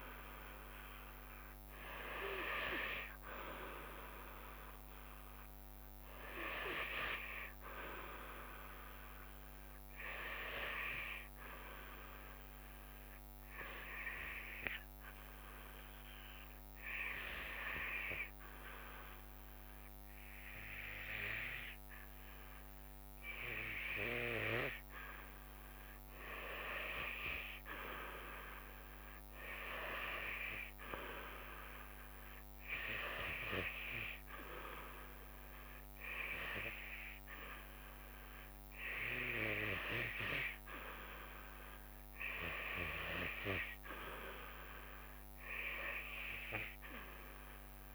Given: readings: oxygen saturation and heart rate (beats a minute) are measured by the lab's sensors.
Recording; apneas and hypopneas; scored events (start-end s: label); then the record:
breathing in sleep by a microphone on the trachea; 1
0.00-6.00 s: drop in pulse transit time (device-marked, heart rate 72 extreme)
0.00-11.00 s: oxygen desaturation (device-marked, oxygen 87% lowest, heart rate 69 extreme)
14.00-25.00 s: hypopnea (oxygen 97% before, 91% lowest, heart rate 79 before, 69 extreme, up 5 after)
27.50-31.50 s: arousal
29.00-42.00 s: drop in pulse transit time (device-marked, heart rate 72 before, 72 extreme)
31.00-43.00 s: oxygen desaturation (device-marked, oxygen 96% before, 91% lowest, heart rate 72 before, 69 extreme)
From the record:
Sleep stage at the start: REM sleep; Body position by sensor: on the back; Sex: female